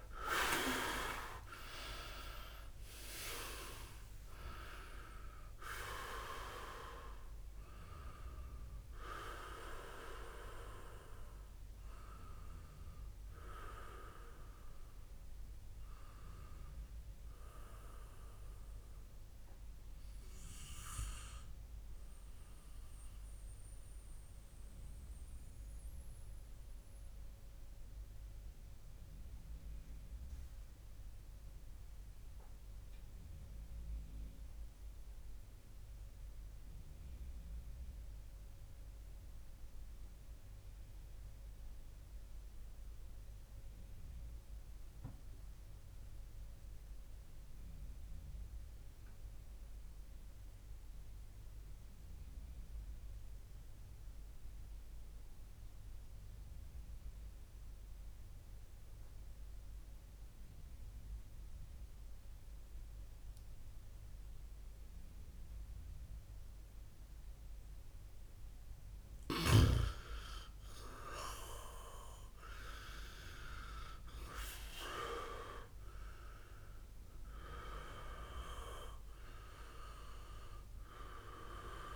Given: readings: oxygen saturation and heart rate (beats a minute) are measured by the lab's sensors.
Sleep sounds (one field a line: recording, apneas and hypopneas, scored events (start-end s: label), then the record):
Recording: breathing in sleep by a room microphone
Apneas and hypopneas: 1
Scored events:
0.00-1.00 s: arousal
0.00-18.00 s: oxygen desaturation (device-marked, oxygen 92% lowest, heart rate 65 extreme)
23.00-69.00 s: mixed apnea (oxygen 96% before, 92% lowest, heart rate 73 before, 62 extreme, up 10 after)
57.00-81.96 s: oxygen desaturation (device-marked, oxygen 100% before, 93% lowest, heart rate 67 before, 62 extreme)
72.00-75.50 s: arousal
From the record:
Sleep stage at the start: REM sleep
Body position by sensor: on the back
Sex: male